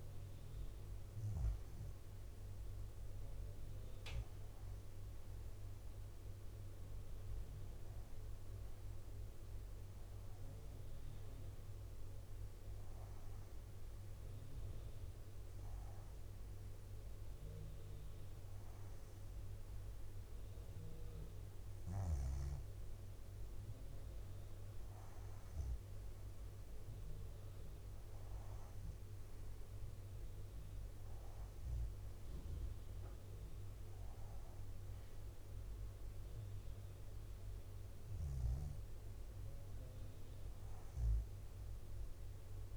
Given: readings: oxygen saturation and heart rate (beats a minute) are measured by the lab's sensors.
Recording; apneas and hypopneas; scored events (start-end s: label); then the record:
breathing in sleep, hard to hear, by a room microphone; none
1.50-15.50 s: drop in pulse transit time (device-marked, heart rate 64 before, 60 extreme)
34.50-41.50 s: bradycardia (device-marked, heart rate 64 before, 56 extreme)
From the record:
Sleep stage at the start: REM sleep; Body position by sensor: on the back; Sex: female